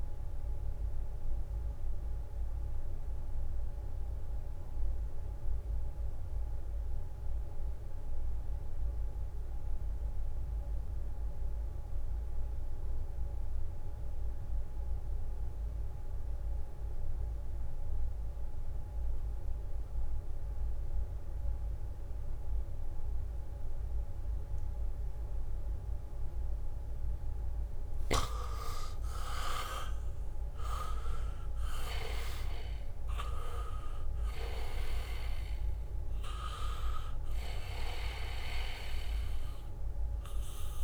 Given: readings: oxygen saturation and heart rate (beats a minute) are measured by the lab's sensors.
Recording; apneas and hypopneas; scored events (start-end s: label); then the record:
breathing in sleep by a room microphone; 1
0.00-9.50 s: oxygen desaturation (device-marked, oxygen 80% lowest, heart rate 63 extreme)
0.50-27.00 s: mixed apnea (oxygen 98% before, 80% lowest, heart rate 67 before, 63 extreme, up 2 after)
20.50-40.84 s: oxygen desaturation (device-marked, oxygen 99% before, 80% lowest, heart rate 70 before, 63 extreme)
30.50-34.50 s: arousal
From the record:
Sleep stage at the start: N2 (light sleep); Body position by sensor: on the back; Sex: male